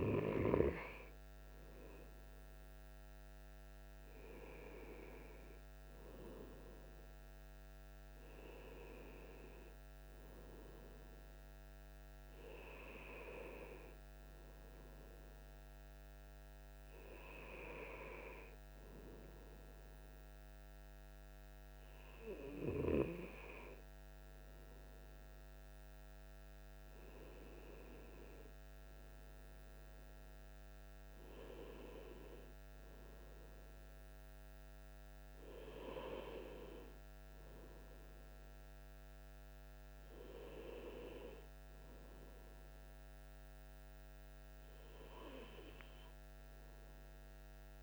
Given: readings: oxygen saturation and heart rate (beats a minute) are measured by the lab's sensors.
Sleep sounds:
breathing in sleep by a microphone on the trachea; none
2.00-6.50 s: arousal
From the record:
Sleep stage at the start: N2 (light sleep); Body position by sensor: on the right side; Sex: male

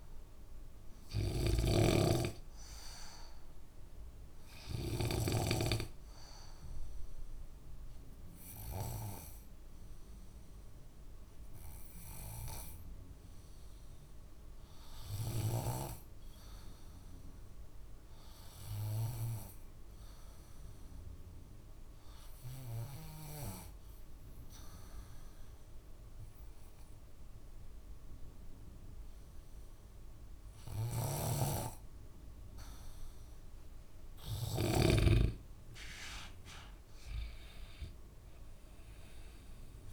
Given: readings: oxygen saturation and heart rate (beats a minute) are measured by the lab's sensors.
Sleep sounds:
breathing in sleep by a room microphone; 1
0.00-5.50 s: snoring (device-marked)
0.00-10.00 s: oxygen desaturation (device-marked, oxygen 91% lowest, heart rate 65 extreme)
5.00-34.00 s: obstructive apnea (oxygen 96% before, 92% lowest, heart rate 76 before, 66 extreme, up 10 after)
31.00-35.50 s: snoring (device-marked)
From the record:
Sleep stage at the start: N2 (light sleep); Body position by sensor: on the back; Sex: male

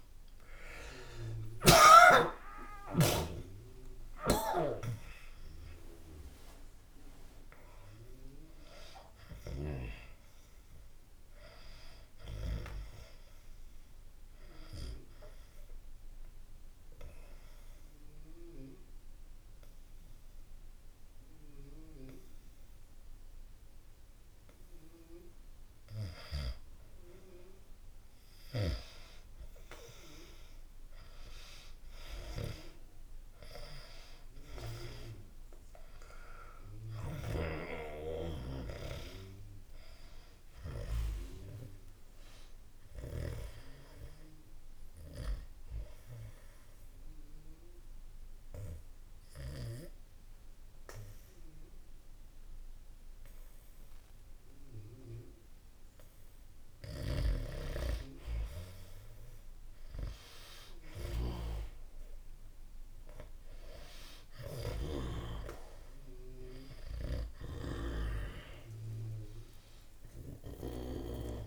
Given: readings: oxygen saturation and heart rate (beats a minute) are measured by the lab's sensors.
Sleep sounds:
breathing in sleep by a room microphone; 2
0.00-1.50 s: snoring (device-marked)
0.00-4.00 s: arousal
1.50-31.50 s: oxygen desaturation (device-marked, oxygen 97% before, 89% lowest, heart rate 67 before, 70 extreme)
14.50-27.00 s: obstructive apnea (oxygen 97% before, 89% lowest, heart rate 78 before, 70 extreme, up 0 after)
32.00-37.00 s: arousal
37.50-56.50 s: oxygen desaturation (device-marked, oxygen 98% before, 93% lowest, heart rate 72 before, 67 extreme)
44.50-57.50 s: obstructive apnea (oxygen 98% before, 91% lowest, heart rate 73 before, 67 extreme, up 0 after)
61.00-66.50 s: arousal
69.50-71.47 s: oxygen desaturation (device-marked, oxygen 96% before, 91% lowest, heart rate 71 before, 66 extreme)
From the record:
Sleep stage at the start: N1 (lightest sleep); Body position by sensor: on the back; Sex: male

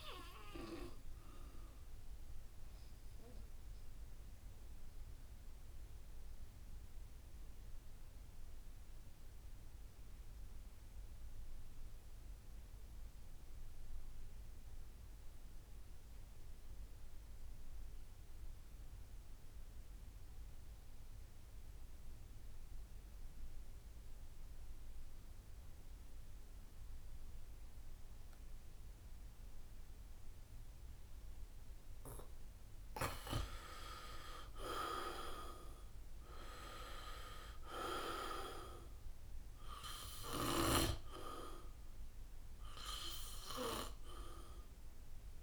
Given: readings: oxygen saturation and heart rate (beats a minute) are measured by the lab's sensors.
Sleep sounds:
breathing in sleep by a room microphone; 1
0.00-15.00 s: oxygen desaturation (device-marked, oxygen 76% lowest, heart rate 64 extreme)
1.00-32.00 s: obstructive apnea (oxygen 95% before, 75% lowest, heart rate 78 before, 64 extreme, up 6 after)
20.00-45.43 s: oxygen desaturation (device-marked, oxygen 96% before, 75% lowest, heart rate 69 before, 69 extreme)
35.00-39.00 s: arousal
From the record:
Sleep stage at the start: N2 (light sleep); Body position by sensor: on the back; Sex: male

